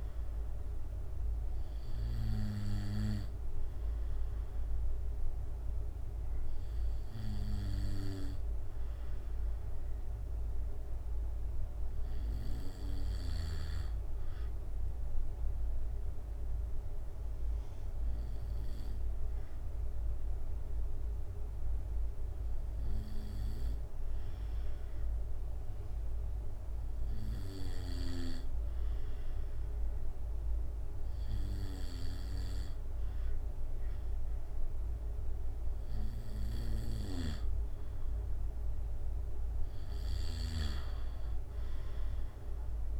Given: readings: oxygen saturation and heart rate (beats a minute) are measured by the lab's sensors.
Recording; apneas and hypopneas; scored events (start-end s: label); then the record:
breathing in sleep by a room microphone; 1
7.50-11.00 s: arousal
17.00-37.50 s: obstructive apnea (oxygen 96% before, 94% lowest, heart rate 66 before, 65 extreme, up 5 after)
42.00-43.00 s: arousal
From the record:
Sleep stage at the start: N2 (light sleep); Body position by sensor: on the back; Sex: male